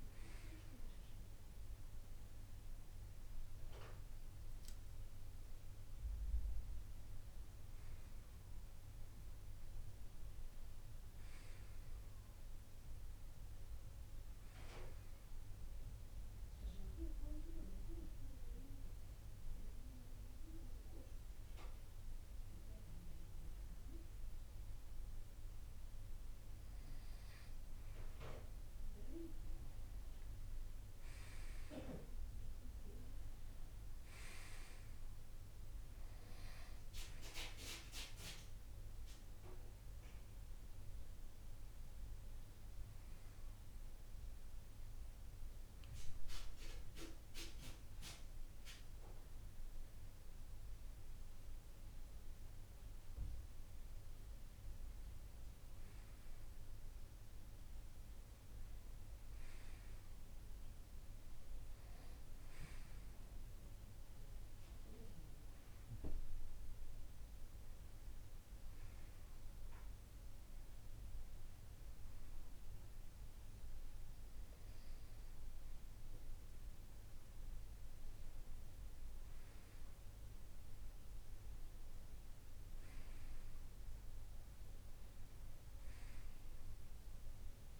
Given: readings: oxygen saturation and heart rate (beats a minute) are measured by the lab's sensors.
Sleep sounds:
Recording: breathing in sleep by a room microphone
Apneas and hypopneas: 1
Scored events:
1.50-12.50 s: oxygen desaturation (device-marked, oxygen 94% before, 88% lowest)
11.50-15.00 s: arousal
18.00-29.00 s: obstructive apnea (oxygen 94% before, 89% lowest)
30.50-33.00 s: arousal
36.50-53.50 s: oxygen desaturation (device-marked, oxygen 94% before, 89% lowest)
From the record:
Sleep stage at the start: N2 (light sleep)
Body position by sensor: on the right side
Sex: male

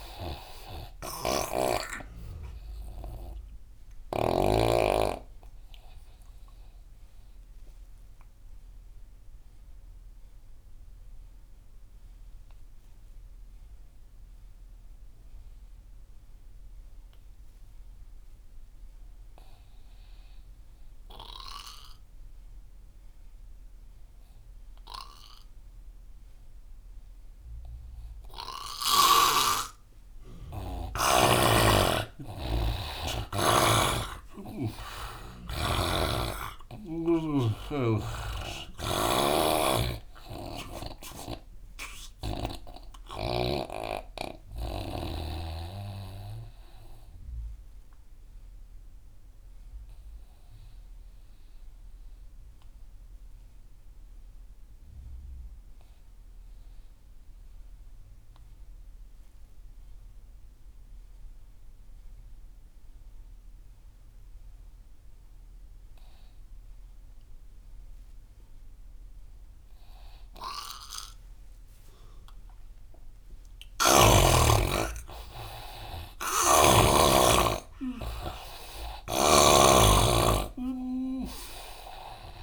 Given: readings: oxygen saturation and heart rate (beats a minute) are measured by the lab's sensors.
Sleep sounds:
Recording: breathing in sleep by a room microphone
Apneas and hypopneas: 2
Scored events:
0.00-2.00 s: snoring (device-marked)
0.00-15.00 s: oxygen desaturation (device-marked, oxygen 87% lowest)
8.00-29.00 s: obstructive apnea (oxygen 98% before, 83% lowest)
28.00-54.00 s: oxygen desaturation (device-marked, oxygen 98% before, 83% lowest)
32.50-36.00 s: arousal
34.00-37.50 s: snoring (device-marked)
39.50-43.00 s: snoring (device-marked)
46.00-73.00 s: obstructive apnea (oxygen 98% before, 82% lowest)
67.00-82.43 s: oxygen desaturation (device-marked, oxygen 99% before, 84% lowest)
74.50-78.50 s: arousal
From the record:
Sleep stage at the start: N2 (light sleep)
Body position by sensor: on the right side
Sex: male

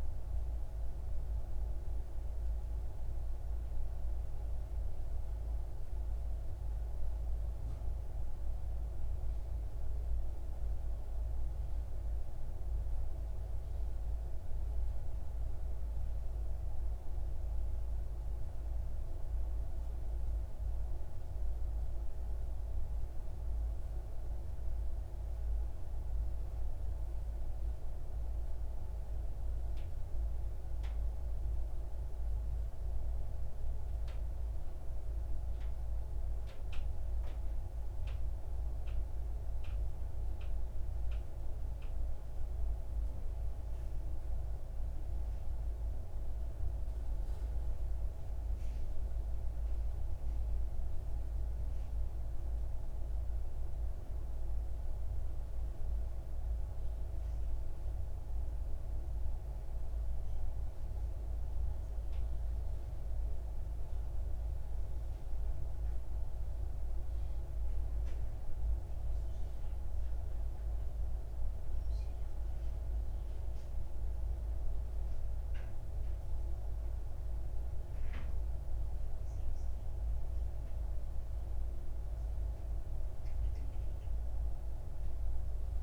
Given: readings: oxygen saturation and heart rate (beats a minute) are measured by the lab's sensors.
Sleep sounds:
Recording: breathing in sleep, hard to hear, by a room microphone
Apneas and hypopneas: none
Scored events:
none scored
From the record:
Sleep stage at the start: N3 (deep sleep)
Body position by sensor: on the left side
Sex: male

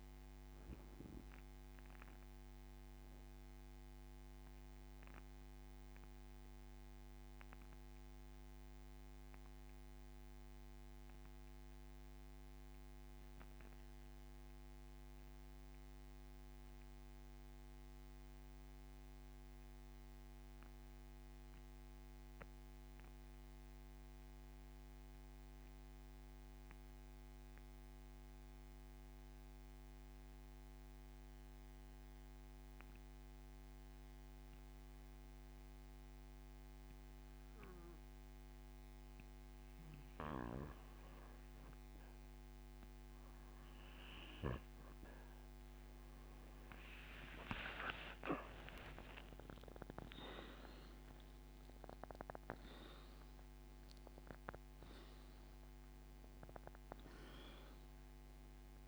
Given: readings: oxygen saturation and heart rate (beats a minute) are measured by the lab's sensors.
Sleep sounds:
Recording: breathing in sleep by a microphone on the trachea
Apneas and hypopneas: 1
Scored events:
0.00-40.00 s: oxygen desaturation (device-marked, oxygen 86% lowest)
5.50-41.50 s: central apnea (oxygen 97% before, 85% lowest)
46.50-51.00 s: arousal
48.00-58.88 s: oxygen desaturation (device-marked, oxygen 98% before, 85% lowest, heart rate 36 before, 28 extreme)
From the record:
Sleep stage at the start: N2 (light sleep)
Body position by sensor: on the back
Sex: male

